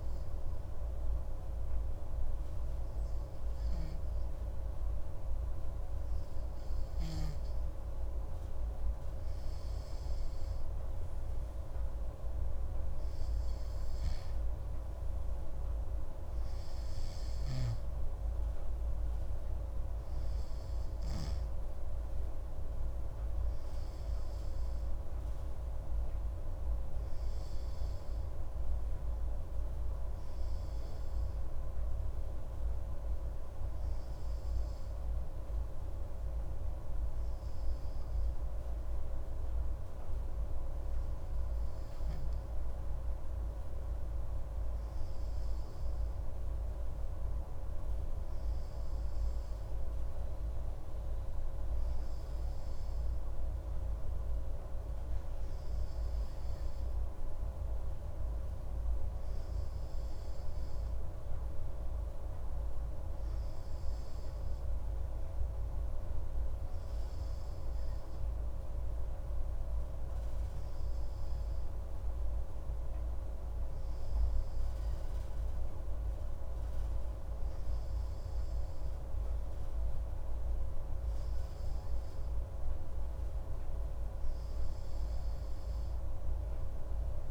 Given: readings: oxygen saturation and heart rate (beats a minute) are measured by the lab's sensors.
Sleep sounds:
breathing in sleep, hard to hear, by a room microphone; none
none scored
From the record:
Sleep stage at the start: N2 (light sleep); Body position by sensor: on the right side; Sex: male

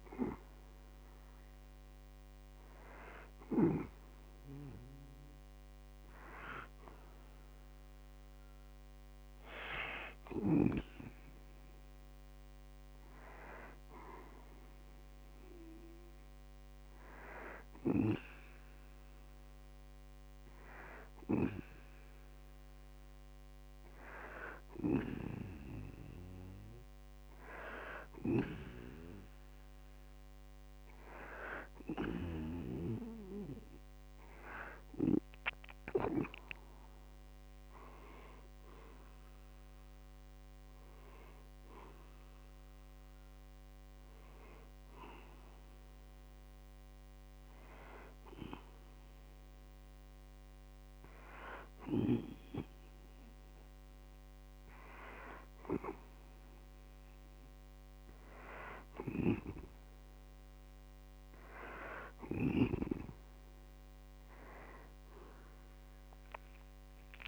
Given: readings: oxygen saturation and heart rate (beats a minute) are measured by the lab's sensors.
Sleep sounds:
breathing in sleep by a microphone on the trachea; none
none scored
From the record:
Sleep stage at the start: N2 (light sleep); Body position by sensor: on the back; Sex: male

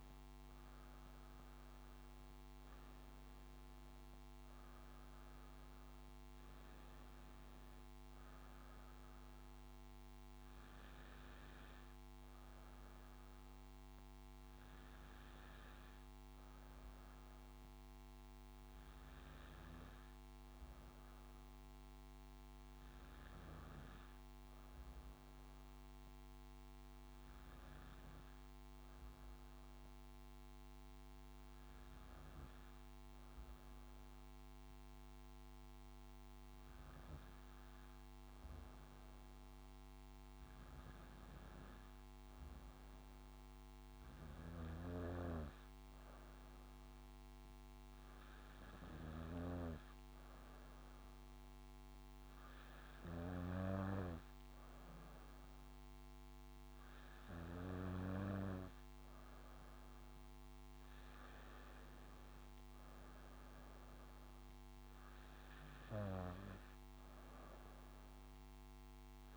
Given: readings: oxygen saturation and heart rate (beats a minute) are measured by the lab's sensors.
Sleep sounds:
breathing in sleep by a microphone on the trachea; none
0.00-22.50 s: oxygen desaturation (device-marked, oxygen 91% lowest, heart rate 62 extreme)
From the record:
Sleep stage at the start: N2 (light sleep); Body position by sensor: on the back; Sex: female

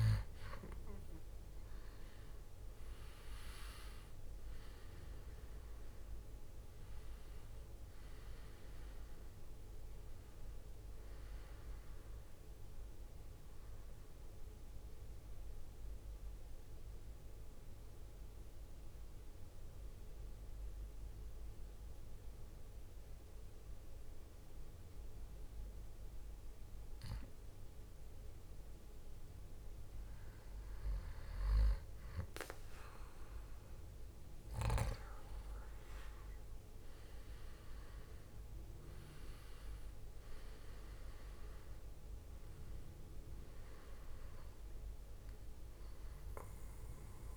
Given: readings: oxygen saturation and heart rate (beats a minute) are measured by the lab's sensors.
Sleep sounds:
breathing in sleep by a room microphone; 1
0.50-14.50 s: oxygen desaturation (device-marked, oxygen 98% before, 93% lowest, heart rate 59 before, 53 extreme)
3.00-6.50 s: arousal
14.50-30.00 s: mixed apnea (oxygen 98% before, 93% lowest, heart rate 65 before, 53 extreme, up 14 after)
34.50-47.37 s: oxygen desaturation (device-marked, oxygen 98% before, 93% lowest, heart rate 58 before, 52 extreme)
36.00-41.50 s: arousal
From the record:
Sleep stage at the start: N2 (light sleep); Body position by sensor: on the back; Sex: male

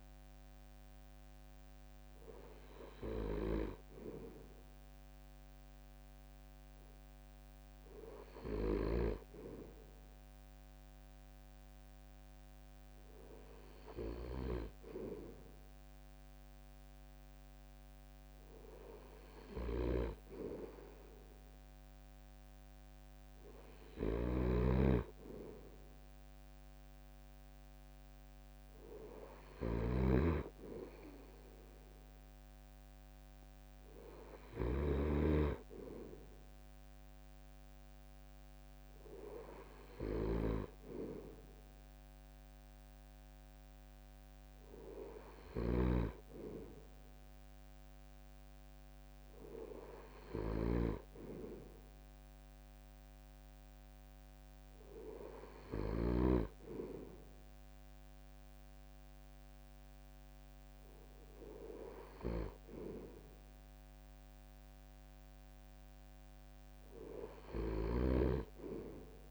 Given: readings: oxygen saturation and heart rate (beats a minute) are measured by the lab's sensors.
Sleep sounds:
breathing in sleep by a microphone on the trachea; none
19.00-56.00 s: snoring (device-marked)
From the record:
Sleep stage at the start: N2 (light sleep); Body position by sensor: on the right side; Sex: male

